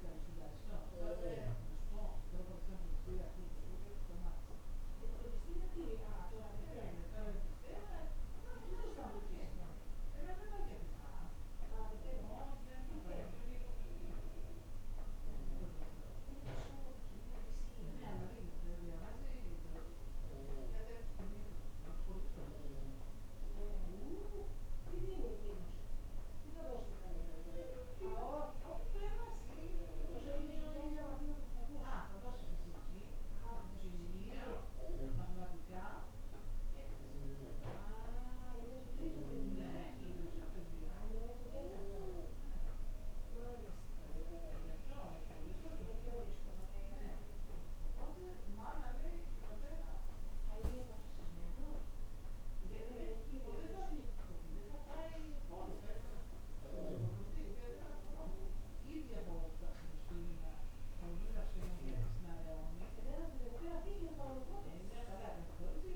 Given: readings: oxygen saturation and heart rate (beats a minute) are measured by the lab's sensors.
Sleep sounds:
a person awake in a sleep study, by a room microphone; none
none scored
From the record:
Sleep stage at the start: awake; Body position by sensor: on the back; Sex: female

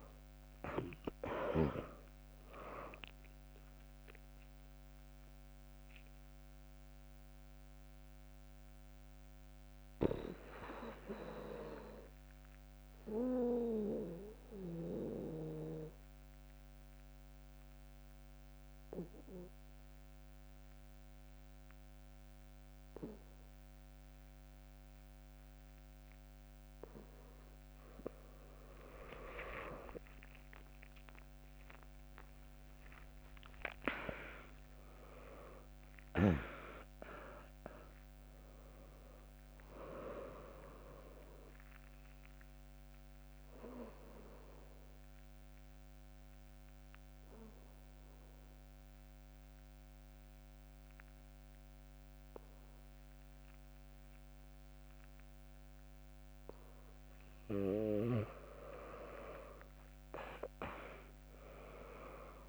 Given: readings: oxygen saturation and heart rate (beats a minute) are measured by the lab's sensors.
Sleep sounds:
breathing in sleep by a microphone on the trachea; 2
0.00-2.50 s: arousal
0.00-12.00 s: drop in pulse transit time (device-marked, heart rate 63 extreme)
12.00-26.00 s: obstructive apnea (oxygen 100% before, 96% lowest, heart rate 71 before, 64 extreme)
29.00-34.50 s: arousal
32.00-45.00 s: drop in pulse transit time (device-marked, heart rate 76 before, 65 extreme)
36.00-52.00 s: oxygen desaturation (device-marked, oxygen 100% before, 96% lowest, heart rate 73 before, 58 extreme)
41.50-57.00 s: obstructive apnea (oxygen 100% before, 96% lowest, heart rate 74 before, 58 extreme, up 9 after)
54.00-56.00 s: bradycardia (device-marked, heart rate 73 before, 63 extreme)
60.50-62.48 s: arousal
From the record:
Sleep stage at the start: N2 (light sleep); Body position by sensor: on the back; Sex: female

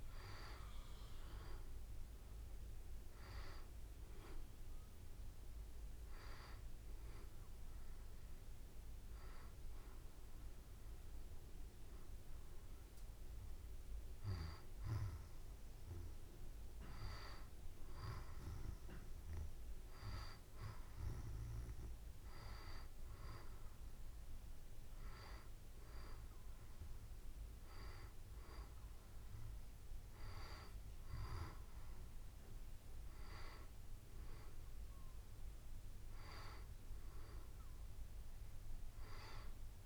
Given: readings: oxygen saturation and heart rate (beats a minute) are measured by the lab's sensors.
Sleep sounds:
breathing in sleep by a room microphone; none
none scored
From the record:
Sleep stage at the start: N2 (light sleep); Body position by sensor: on the back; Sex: female

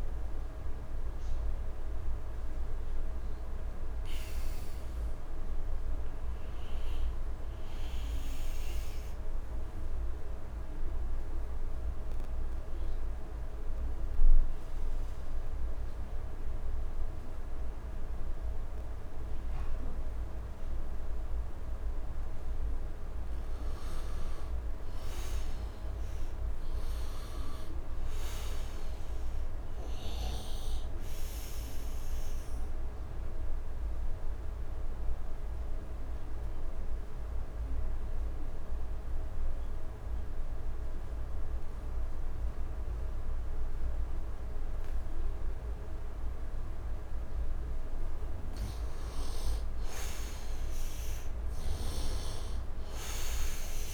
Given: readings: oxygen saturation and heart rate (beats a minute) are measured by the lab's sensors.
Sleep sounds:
breathing in sleep, hard to hear, by a room microphone; 2
0.00-6.00 s: oxygen desaturation (device-marked, oxygen 77% lowest, heart rate 71 extreme)
8.50-22.00 s: obstructive apnea (oxygen 99% before, 88% lowest, heart rate 83 before, 71 extreme, up 28 after)
23.50-27.00 s: arousal
27.00-42.00 s: oxygen desaturation (device-marked, oxygen 99% before, 88% lowest, heart rate 79 before, 73 extreme)
32.50-48.00 s: obstructive apnea (oxygen 99% before, 83% lowest, heart rate 82 before, 73 extreme, up 17 after)
49.50-52.50 s: arousal
51.00-53.94 s: oxygen desaturation (device-marked, oxygen 98% before, 88% lowest, heart rate 79 before, 74 extreme)
51.50-53.94 s: snoring (device-marked)
From the record:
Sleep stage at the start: N2 (light sleep); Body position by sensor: on the right side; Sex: male

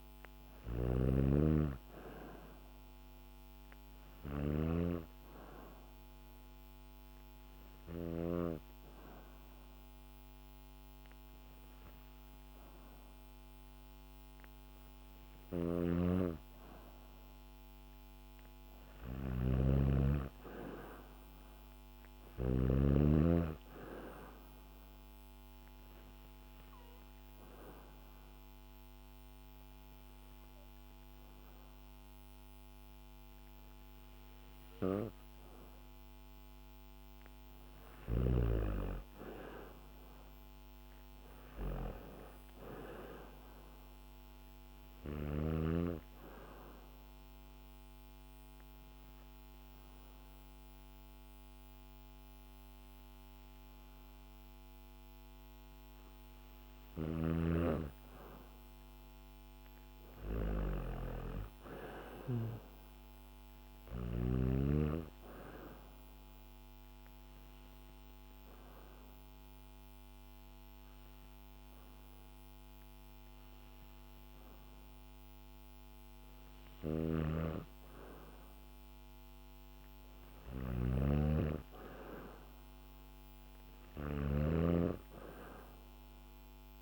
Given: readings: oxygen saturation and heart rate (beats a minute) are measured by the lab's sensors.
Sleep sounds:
breathing in sleep by a microphone on the trachea; 4
0.00-8.00 s: snoring (device-marked)
5.00-16.00 s: hypopnea (oxygen 94% before, 92% lowest, heart rate 73 before, 67 extreme, up 0 after)
15.00-22.00 s: snoring (device-marked)
17.50-21.00 s: arousal
25.00-36.50 s: obstructive apnea (oxygen 95% before, 92% lowest, heart rate 72 before, 66 extreme, up 2 after)
39.00-42.50 s: arousal
42.50-57.50 s: oxygen desaturation (device-marked, oxygen 95% before, 92% lowest, heart rate 71 before, 66 extreme)
46.00-56.50 s: obstructive apnea (oxygen 95% before, 92% lowest, heart rate 71 before, 66 extreme, up 6 after)
56.50-64.00 s: snoring (device-marked)
59.00-62.00 s: arousal
63.50-73.50 s: oxygen desaturation (device-marked, oxygen 96% before, 93% lowest, heart rate 70 before, 66 extreme)
65.00-76.50 s: hypopnea (oxygen 96% before, 93% lowest, heart rate 70 before, 66 extreme, up 0 after)
76.00-86.82 s: snoring (device-marked)
78.50-82.50 s: arousal
From the record:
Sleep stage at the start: N2 (light sleep); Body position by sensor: on the back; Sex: female

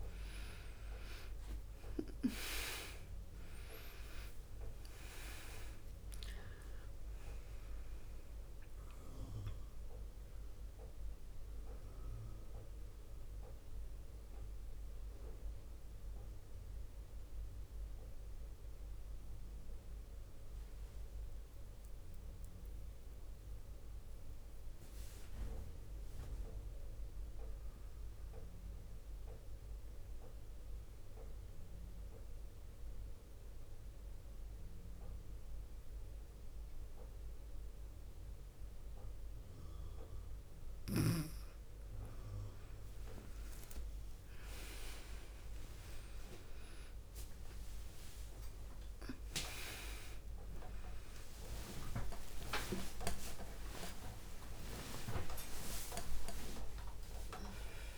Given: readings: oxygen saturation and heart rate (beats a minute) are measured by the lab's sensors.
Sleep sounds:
breathing in sleep by a room microphone; 1
0.00-1.50 s: arousal
0.00-26.50 s: oxygen desaturation (device-marked, oxygen 88% lowest, heart rate 54 extreme)
28.50-42.00 s: central apnea (oxygen 100% before, 89% lowest, heart rate 60 before, 54 extreme)
39.50-57.98 s: oxygen desaturation (device-marked, oxygen 99% before, 89% lowest, heart rate 58 before, 51 extreme)
41.50-56.50 s: tachycardia (device-marked, heart rate 64 before, 147 extreme)
43.00-45.00 s: long interval between heartbeats (device-marked, heart rate 57 before, 78 extreme)
45.50-47.50 s: long interval between heartbeats (device-marked, heart rate 63 before, 121 extreme)
48.00-50.00 s: long interval between heartbeats (device-marked, heart rate 69 before, 135 extreme)
51.50-57.98 s: new sleep stage, awake
53.00-55.00 s: long interval between heartbeats (device-marked, heart rate 86 before, 129 extreme)
55.50-57.50 s: long interval between heartbeats (device-marked, heart rate 97 before, 129 extreme)
From the record:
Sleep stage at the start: N2 (light sleep); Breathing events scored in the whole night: 174 in 4.2 hours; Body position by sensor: on the back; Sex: female

